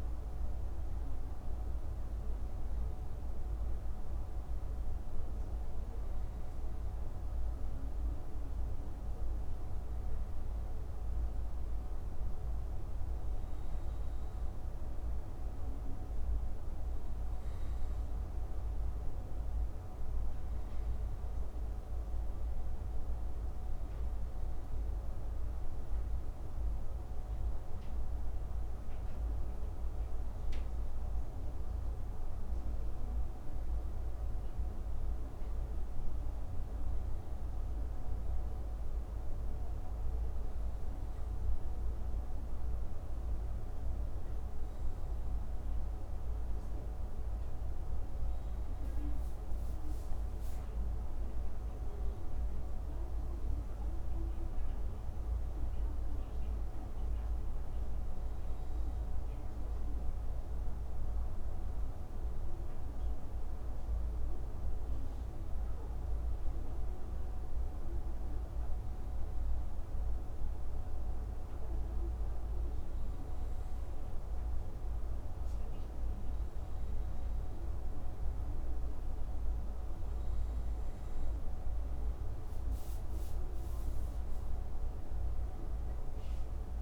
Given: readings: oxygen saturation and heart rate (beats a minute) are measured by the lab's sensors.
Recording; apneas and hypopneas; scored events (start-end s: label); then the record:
breathing in sleep, hard to hear, by a room microphone; 2
3.50-26.50 s: oxygen desaturation (device-marked, oxygen 98% before, 93% lowest)
29.50-33.50 s: arousal
37.00-49.00 s: hypopnea (oxygen 96% before, 91% lowest)
44.50-86.82 s: new sleep stage, N2 (light sleep)
51.50-56.50 s: arousal
56.50-72.50 s: oxygen desaturation (device-marked, oxygen 94% before, 91% lowest)
62.00-75.00 s: hypopnea (oxygen 94% before, 91% lowest)
78.00-82.50 s: arousal
From the record:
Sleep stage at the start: N1 (lightest sleep); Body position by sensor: on the right side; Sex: male